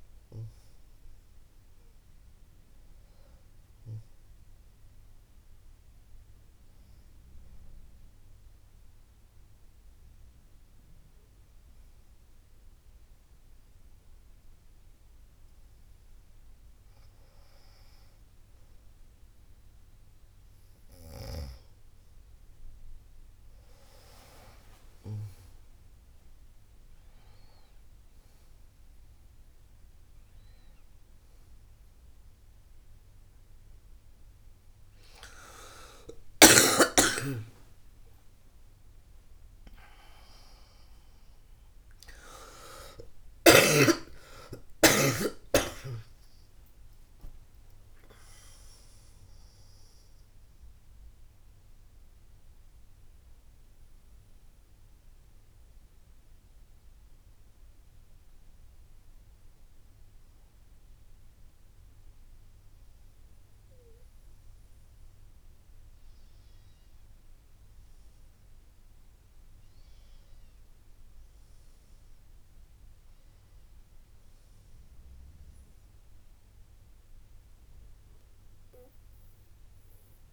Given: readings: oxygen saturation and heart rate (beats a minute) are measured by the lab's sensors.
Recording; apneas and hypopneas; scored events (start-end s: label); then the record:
breathing in sleep by a room microphone; 2
0.00-10.00 s: oxygen desaturation (device-marked, oxygen 90% lowest, heart rate 55 extreme)
4.00-16.50 s: obstructive apnea (oxygen 95% before, 91% lowest, heart rate 73 before, 55 extreme, up 10 after)
37.00-42.50 s: arousal
48.00-61.00 s: central apnea (oxygen 98% before, 94% lowest, heart rate 89 before, 61 extreme, up 1 after)
64.00-67.50 s: arousal
From the record:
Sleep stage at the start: N2 (light sleep); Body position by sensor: on the back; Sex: female